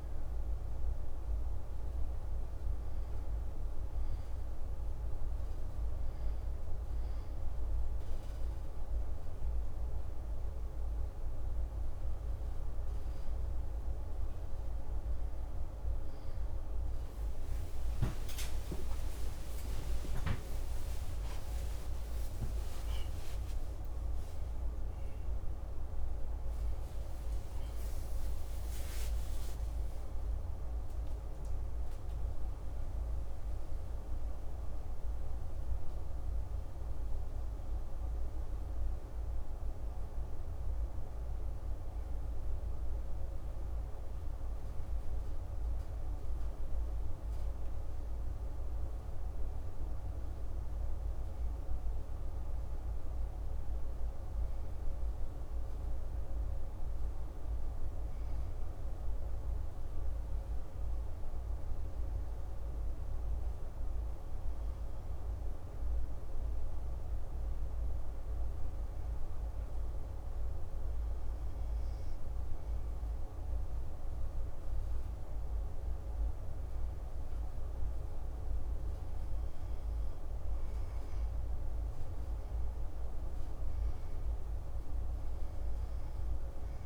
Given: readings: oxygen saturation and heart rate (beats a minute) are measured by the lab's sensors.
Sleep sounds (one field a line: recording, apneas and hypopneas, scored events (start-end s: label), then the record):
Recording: a person partly awake in a sleep study, hard to hear, by a room microphone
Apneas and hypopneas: none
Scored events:
1.00-31.00 s: new sleep stage, awake
31.00-61.00 s: new sleep stage, N1 (lightest sleep)
61.00-86.86 s: new sleep stage, N2 (light sleep)
From the record:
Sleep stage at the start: N1 (lightest sleep)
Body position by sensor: on the back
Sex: male